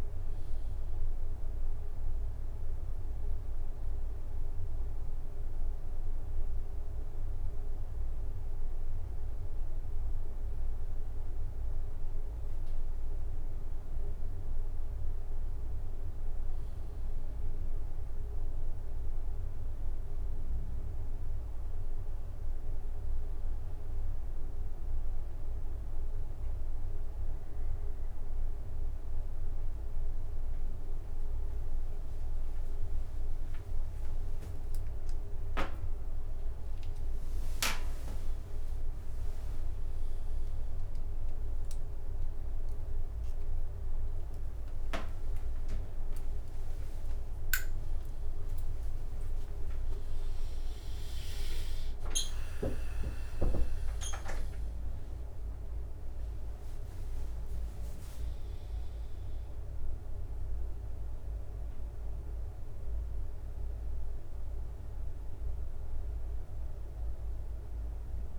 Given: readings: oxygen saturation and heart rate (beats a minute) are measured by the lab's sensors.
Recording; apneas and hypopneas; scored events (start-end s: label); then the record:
a person partly awake in a sleep study, hard to hear, by a room microphone; none
3.50-33.50 s: new sleep stage, N1 (lightest sleep)
33.50-63.50 s: new sleep stage, awake
36.50-38.50 s: long interval between heartbeats (device-marked, heart rate 69 before, 79 extreme)
42.50-49.50 s: tachycardia (device-marked, heart rate 71 before, 120 extreme)
45.00-47.00 s: long interval between heartbeats (device-marked, heart rate 79 before, 89 extreme)
47.00-49.00 s: long interval between heartbeats (device-marked, heart rate 82 before, 120 extreme)
48.50-63.50 s: drop in pulse transit time (device-marked, heart rate 88 before, 75 extreme)
53.50-60.50 s: tachycardia (device-marked, heart rate 73 before, 129 extreme)
57.50-59.50 s: long interval between heartbeats (device-marked, heart rate 100 before, 123 extreme)
63.50-68.39 s: new sleep stage, N1 (lightest sleep)
From the record:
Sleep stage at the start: awake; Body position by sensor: on the back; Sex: male